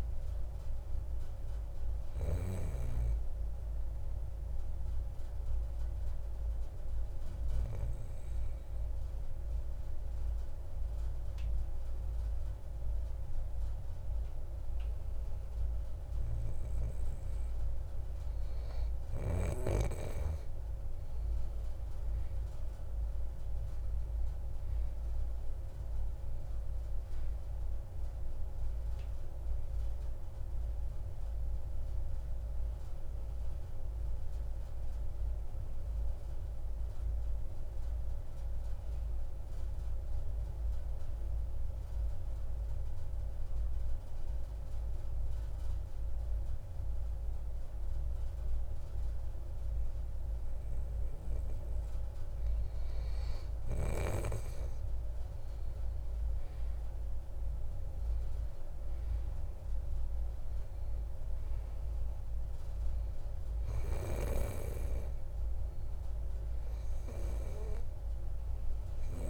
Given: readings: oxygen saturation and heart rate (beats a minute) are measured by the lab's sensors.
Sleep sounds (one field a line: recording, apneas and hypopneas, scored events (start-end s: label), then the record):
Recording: breathing in sleep by a room microphone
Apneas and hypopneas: 2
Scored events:
5.50-18.00 s: obstructive apnea (oxygen 95% before, 91% lowest)
22.00-26.00 s: arousal
37.50-52.50 s: obstructive apnea (oxygen 94% before, 91% lowest)
55.50-59.50 s: arousal
60.50-67.50 s: oxygen desaturation (device-marked, oxygen 95% before, 91% lowest)
From the record:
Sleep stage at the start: N2 (light sleep)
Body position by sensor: on the back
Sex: male